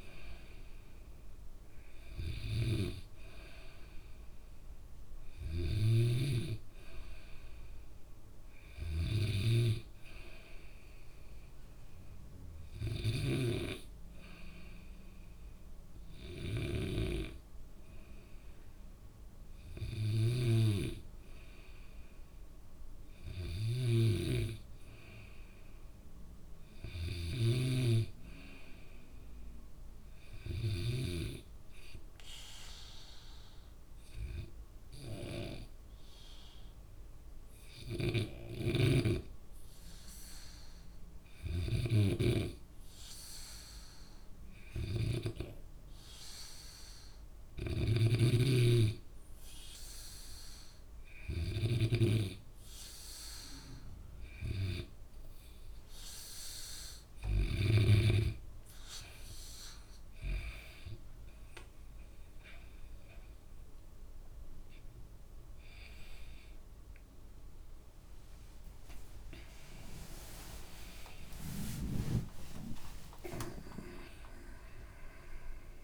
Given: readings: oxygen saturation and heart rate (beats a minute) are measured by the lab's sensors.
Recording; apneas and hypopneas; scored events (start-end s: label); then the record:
breathing in sleep by a room microphone; 1
13.00-17.00 s: snoring (device-marked)
23.50-31.00 s: snoring (device-marked)
32.00-54.50 s: hypopnea (oxygen 97% before, 93% lowest, heart rate 65 before, 64 extreme, up 11 after)
38.00-58.00 s: snoring (device-marked)
56.50-59.50 s: arousal
From the record:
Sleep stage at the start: N2 (light sleep); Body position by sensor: on the back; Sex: male